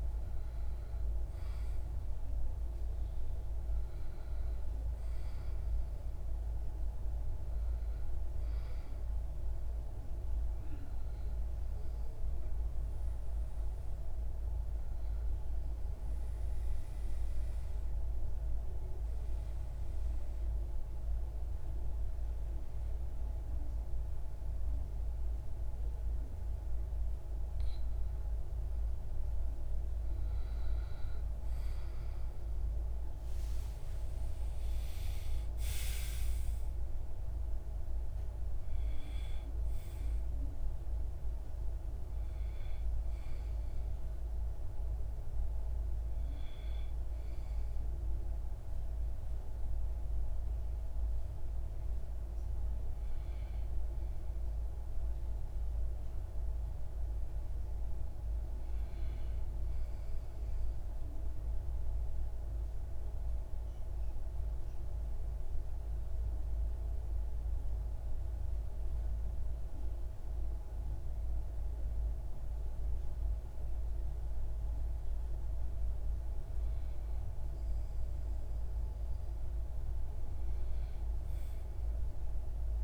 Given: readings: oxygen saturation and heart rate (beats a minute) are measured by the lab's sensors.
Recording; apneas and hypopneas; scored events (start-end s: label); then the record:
breathing in sleep, hard to hear, by a room microphone; 2
0.00-4.00 s: arousal
14.50-27.00 s: obstructive apnea (oxygen 95% before, 92% lowest)
29.50-33.50 s: arousal
60.00-75.00 s: mixed apnea (oxygen 97% before, 92% lowest)
78.50-81.50 s: arousal
From the record:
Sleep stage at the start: REM sleep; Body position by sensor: on the back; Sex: male